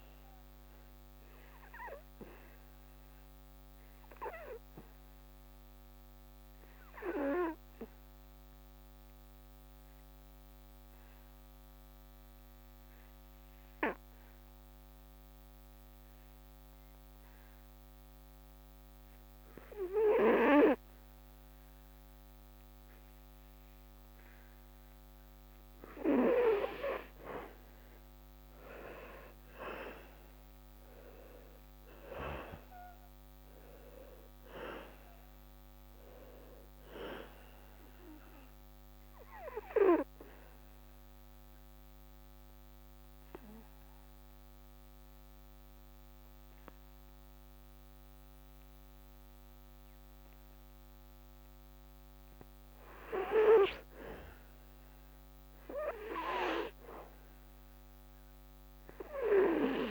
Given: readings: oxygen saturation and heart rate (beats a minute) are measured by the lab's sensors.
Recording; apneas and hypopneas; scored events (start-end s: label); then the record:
breathing in sleep by a microphone on the trachea; 2
0.00-2.50 s: oxygen desaturation (device-marked, oxygen 89% lowest, heart rate 68 extreme)
1.50-25.50 s: obstructive apnea (oxygen 95% before, 84% lowest, heart rate 75 before, 68 extreme, up 8 after)
20.50-26.50 s: oxygen desaturation (device-marked, oxygen 92% before, 89% lowest, heart rate 77 before, 68 extreme)
28.00-31.50 s: arousal
32.50-57.50 s: oxygen desaturation (device-marked, oxygen 97% before, 84% lowest, heart rate 72 before, 64 extreme)
39.50-54.00 s: obstructive apnea (oxygen 97% before, 82% lowest, heart rate 73 before, 64 extreme, up 3 after)
57.00-59.91 s: arousal
From the record:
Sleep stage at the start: N2 (light sleep); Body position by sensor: on the back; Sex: male